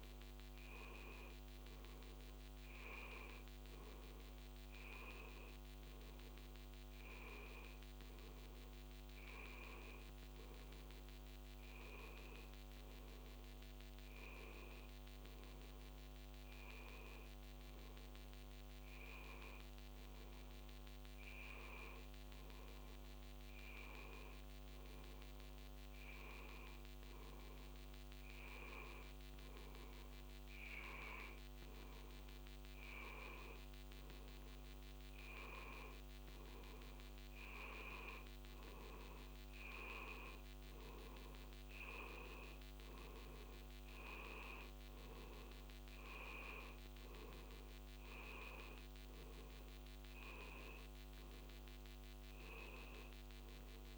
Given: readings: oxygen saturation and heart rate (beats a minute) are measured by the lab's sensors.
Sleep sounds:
a person partly awake in a sleep study, by a microphone on the trachea; none
23.50-53.98 s: new sleep stage, N1 (lightest sleep)
From the record:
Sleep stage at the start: awake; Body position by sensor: on the back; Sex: male

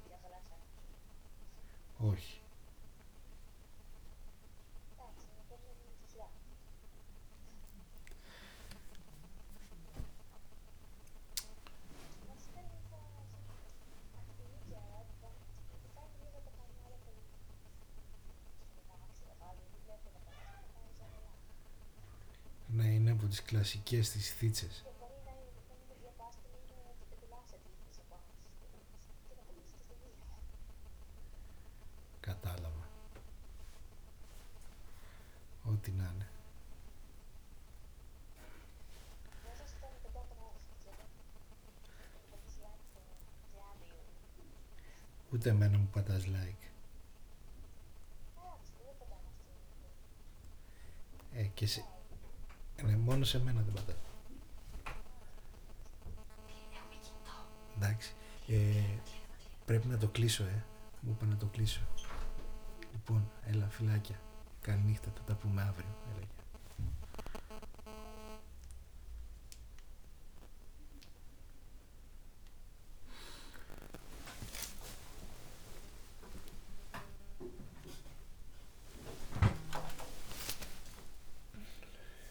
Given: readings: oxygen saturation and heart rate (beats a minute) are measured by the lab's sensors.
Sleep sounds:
a person awake in a sleep study, by a room microphone; none
none scored
From the record:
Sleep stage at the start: awake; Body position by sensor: on the back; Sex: male

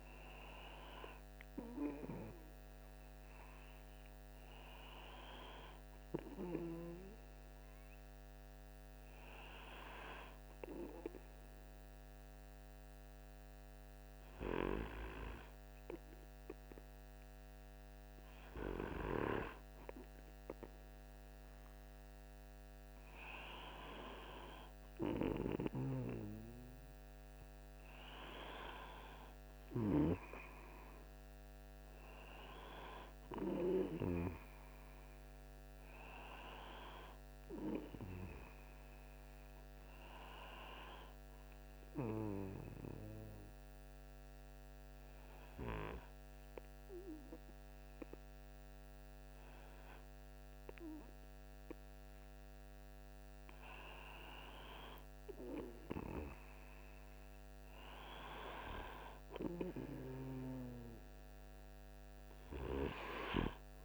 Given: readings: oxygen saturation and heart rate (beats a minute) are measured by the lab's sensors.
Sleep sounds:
breathing in sleep by a microphone on the trachea; 2
6.00-20.50 s: hypopnea (oxygen 96% before, 94% lowest, heart rate 46 before, 46 extreme, up 2 after)
23.50-28.00 s: arousal
41.00-52.50 s: obstructive apnea (oxygen 96% before, 94% lowest, heart rate 47 before, 45 extreme, up 2 after)
54.50-58.00 s: arousal
From the record:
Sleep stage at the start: N2 (light sleep); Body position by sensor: on the right side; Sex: male

